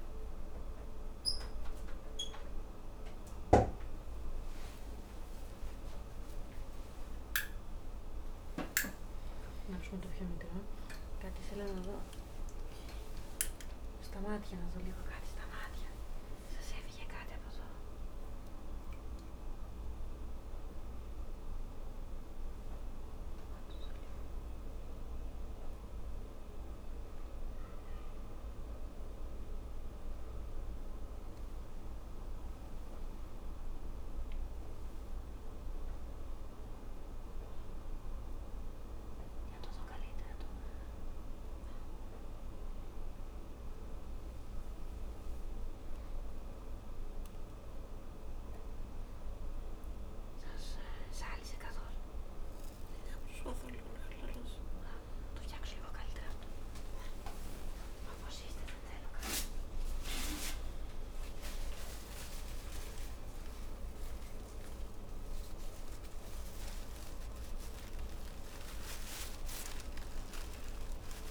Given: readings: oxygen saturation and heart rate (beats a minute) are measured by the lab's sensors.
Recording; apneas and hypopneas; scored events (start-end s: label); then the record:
a person awake in a sleep study, by a room microphone; none
7.50-71.31 s: new sleep stage, awake
From the record:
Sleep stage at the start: N2 (light sleep); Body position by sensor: on the back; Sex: female